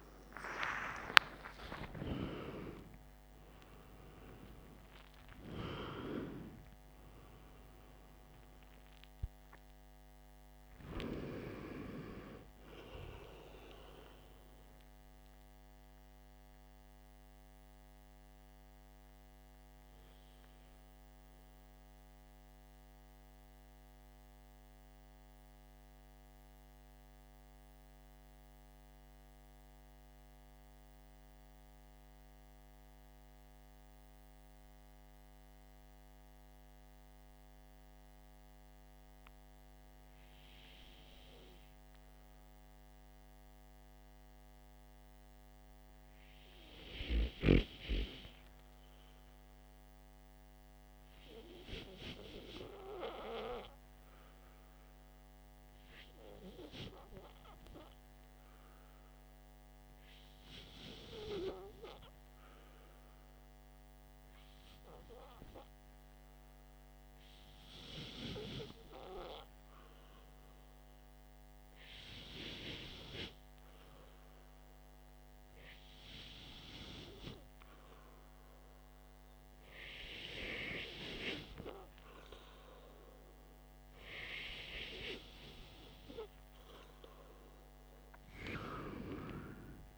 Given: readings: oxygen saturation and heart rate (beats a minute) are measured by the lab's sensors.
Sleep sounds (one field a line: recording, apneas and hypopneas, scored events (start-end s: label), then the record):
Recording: breathing in sleep by a microphone on the trachea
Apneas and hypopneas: 1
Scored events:
0.00-3.00 s: arousal
0.00-21.00 s: oxygen desaturation (device-marked, oxygen 91% lowest, heart rate 45 extreme)
20.50-85.50 s: hypopnea (oxygen 95% before, 87% lowest, heart rate 63 before, 48 extreme, up 18 after)
31.00-42.00 s: oxygen desaturation (device-marked, oxygen 92% before, 87% lowest, heart rate 57 before, 50 extreme)
76.00-89.98 s: oxygen desaturation (device-marked, oxygen 95% before, 91% lowest, heart rate 53 before, 49 extreme)
88.00-89.98 s: arousal
From the record:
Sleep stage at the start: REM sleep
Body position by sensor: on the back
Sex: male